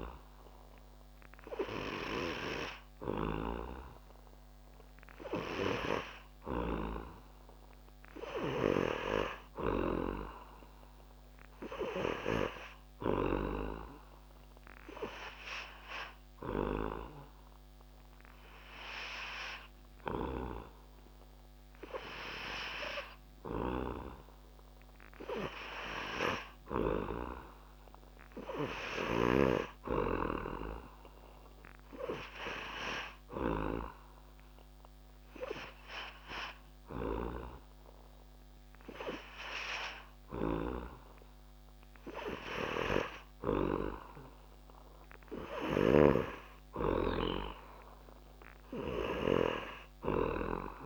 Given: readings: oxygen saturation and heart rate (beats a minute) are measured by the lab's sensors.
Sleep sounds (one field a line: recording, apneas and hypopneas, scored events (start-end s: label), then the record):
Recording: breathing in sleep by a microphone on the trachea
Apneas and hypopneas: none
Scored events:
none scored
From the record:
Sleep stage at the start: N3 (deep sleep)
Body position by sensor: on the back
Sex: male